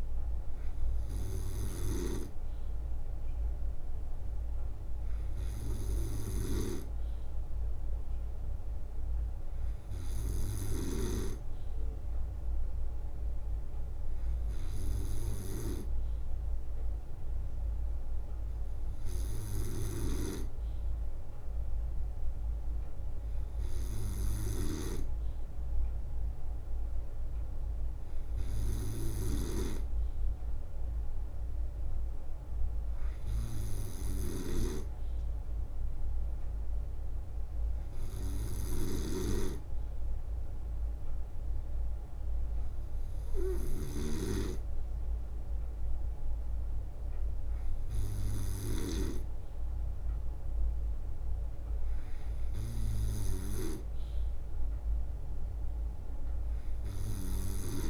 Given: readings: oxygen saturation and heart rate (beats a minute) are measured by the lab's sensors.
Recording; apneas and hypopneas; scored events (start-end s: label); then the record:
breathing in sleep by a room microphone; none
0.00-57.90 s: snoring (device-marked)
23.50-25.50 s: leg movement (device-marked)
27.50-37.50 s: leg movement (device-marked)
40.50-48.00 s: leg movement (device-marked)
From the record:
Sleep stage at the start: N2 (light sleep); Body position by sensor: on the right side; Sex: male